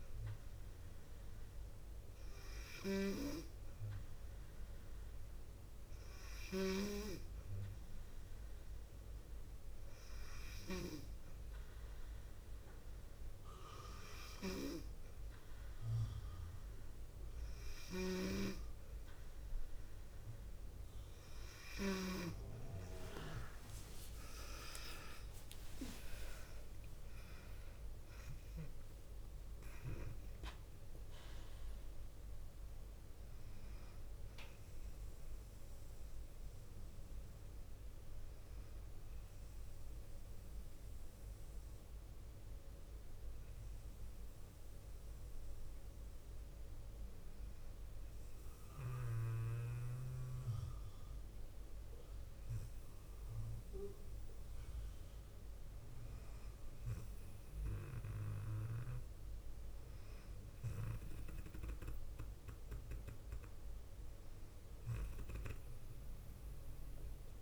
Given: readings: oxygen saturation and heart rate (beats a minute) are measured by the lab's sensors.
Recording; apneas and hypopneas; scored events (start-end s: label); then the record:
breathing in sleep by a room microphone; none
22.50-26.00 s: arousal
25.00-27.00 s: long interval between heartbeats (device-marked, heart rate 51 before, 71 extreme)
From the record:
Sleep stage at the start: N2 (light sleep); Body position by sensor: on the left side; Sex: female